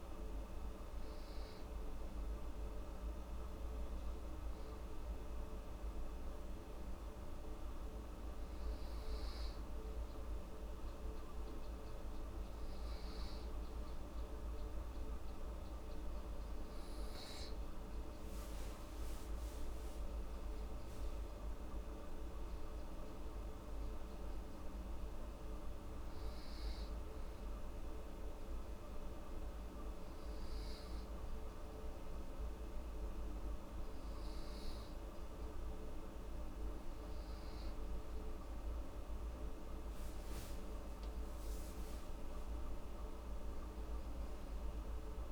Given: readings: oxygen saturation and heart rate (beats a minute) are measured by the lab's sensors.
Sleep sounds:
breathing in sleep, hard to hear, by a room microphone; 1
25.50-35.50 s: hypopnea (oxygen 96% before, 93% lowest)
39.00-43.50 s: arousal
From the record:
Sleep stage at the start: N2 (light sleep); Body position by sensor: on the right side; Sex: female

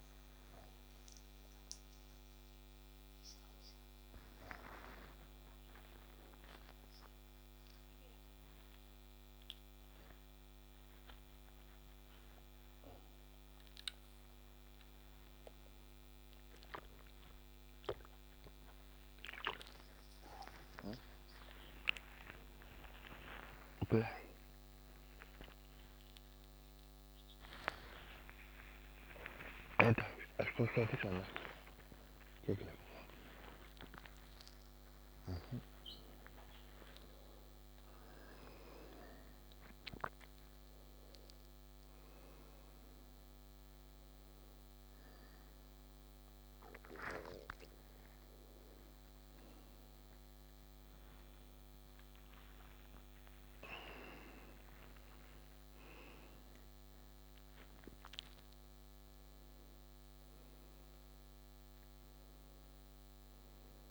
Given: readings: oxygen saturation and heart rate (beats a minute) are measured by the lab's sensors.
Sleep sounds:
a person awake in a sleep study, by a microphone on the trachea; none
none scored
From the record:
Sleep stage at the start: awake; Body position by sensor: on the back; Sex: male

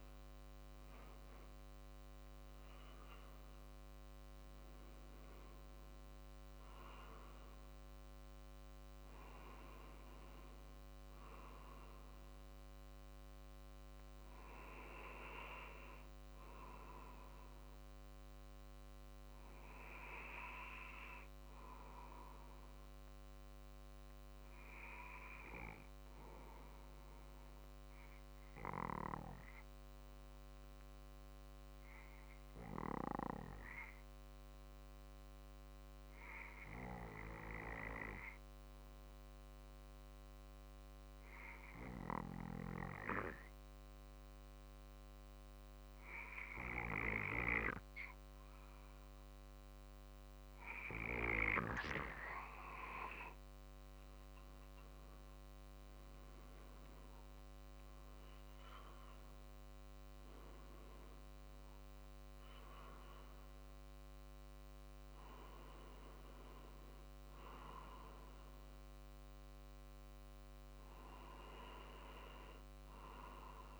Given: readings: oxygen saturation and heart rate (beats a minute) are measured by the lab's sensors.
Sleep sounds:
breathing in sleep by a microphone on the trachea; 1
0.00-15.50 s: drop in pulse transit time (device-marked, heart rate 47 extreme)
22.00-49.50 s: obstructive apnea (oxygen 97% before, 93% lowest, heart rate 48 before, 46 extreme, up 3 after)
34.50-52.50 s: oxygen desaturation (device-marked, oxygen 97% before, 93% lowest, heart rate 47 before, 46 extreme)
54.50-59.00 s: arousal
From the record:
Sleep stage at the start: N2 (light sleep); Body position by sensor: on the back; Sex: male

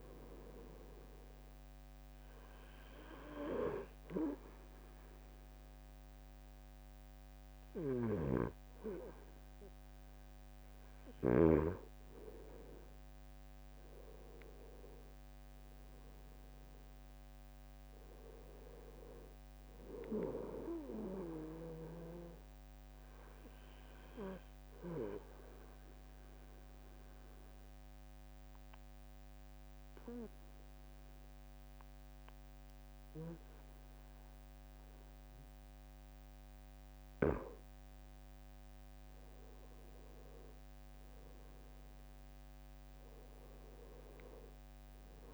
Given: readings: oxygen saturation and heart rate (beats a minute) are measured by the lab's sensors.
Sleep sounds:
breathing in sleep by a microphone on the trachea; 1
7.50-11.00 s: snoring (device-marked)
24.50-35.50 s: obstructive apnea (oxygen 95% before, 91% lowest, heart rate 67 before, 61 extreme, up 8 after)
43.00-45.34 s: arousal
44.00-45.34 s: oxygen desaturation (device-marked, oxygen 95% before, 91% lowest, heart rate 64 before, 58 extreme)
From the record:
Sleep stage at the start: N2 (light sleep); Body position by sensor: on the right side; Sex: male

